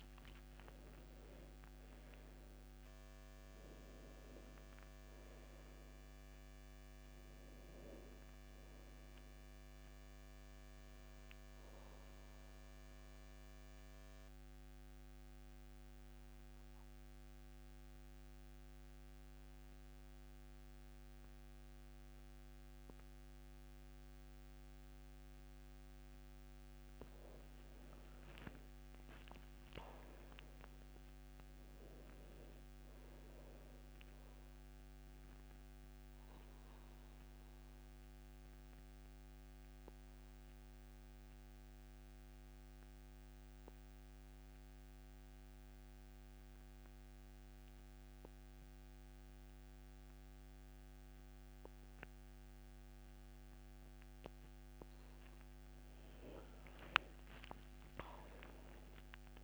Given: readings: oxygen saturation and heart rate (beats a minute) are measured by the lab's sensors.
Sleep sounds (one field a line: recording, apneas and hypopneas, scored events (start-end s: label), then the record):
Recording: breathing in sleep, hard to hear, by a microphone on the trachea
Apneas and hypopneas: 2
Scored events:
0.00-1.00 s: arousal
0.00-19.50 s: oxygen desaturation (device-marked, oxygen 86% lowest, heart rate 71 extreme)
10.50-25.50 s: obstructive apnea (oxygen 100% before, 84% lowest, heart rate 80 before, 71 extreme, up 13 after)
28.00-31.00 s: arousal
32.50-46.50 s: oxygen desaturation (device-marked, oxygen 99% before, 90% lowest, heart rate 76 before, 72 extreme)
36.00-54.50 s: obstructive apnea (oxygen 99% before, 82% lowest, heart rate 77 before, 71 extreme, up 10 after)
54.50-59.44 s: oxygen desaturation (device-marked, oxygen 98% before, 84% lowest, heart rate 75 before, 70 extreme)
56.50-59.44 s: arousal
From the record:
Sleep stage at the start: N2 (light sleep)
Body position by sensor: on the back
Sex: male